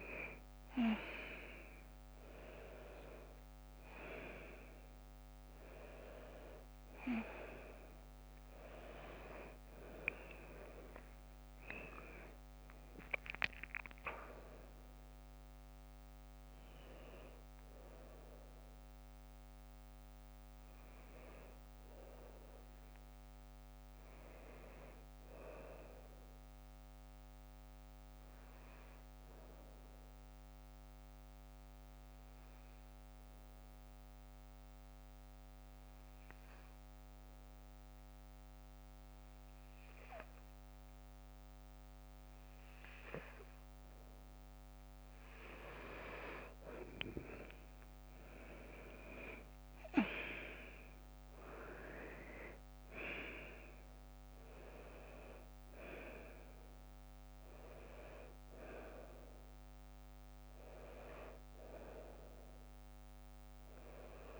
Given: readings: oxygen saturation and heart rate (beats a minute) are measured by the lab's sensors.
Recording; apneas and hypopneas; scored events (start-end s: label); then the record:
breathing in sleep by a microphone on the trachea; 1
0.00-27.50 s: oxygen desaturation (device-marked, oxygen 91% lowest, heart rate 55 extreme)
9.50-14.00 s: arousal
33.00-44.50 s: obstructive apnea (oxygen 98% before, 90% lowest, heart rate 61 before, 55 extreme, up 9 after)
44.50-64.40 s: oxygen desaturation (device-marked, oxygen 98% before, 90% lowest, heart rate 58 before, 55 extreme)
46.50-50.50 s: arousal
From the record:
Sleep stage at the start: N2 (light sleep); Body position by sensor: on the right side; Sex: female